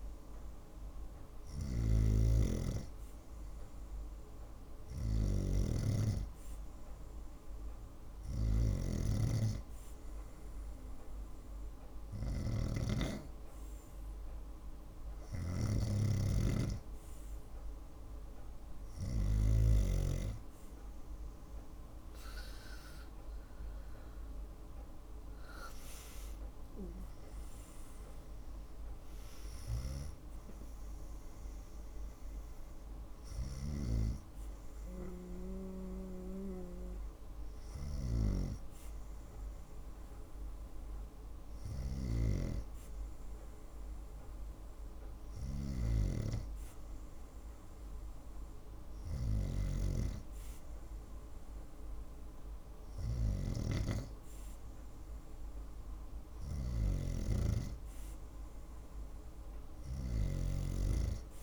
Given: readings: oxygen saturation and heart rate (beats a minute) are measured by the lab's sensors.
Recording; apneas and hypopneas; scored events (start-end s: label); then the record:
breathing in sleep by a room microphone; none
0.00-5.00 s: snoring (device-marked)
11.50-19.00 s: snoring (device-marked)
From the record:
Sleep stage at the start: N2 (light sleep); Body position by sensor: on the right side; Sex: female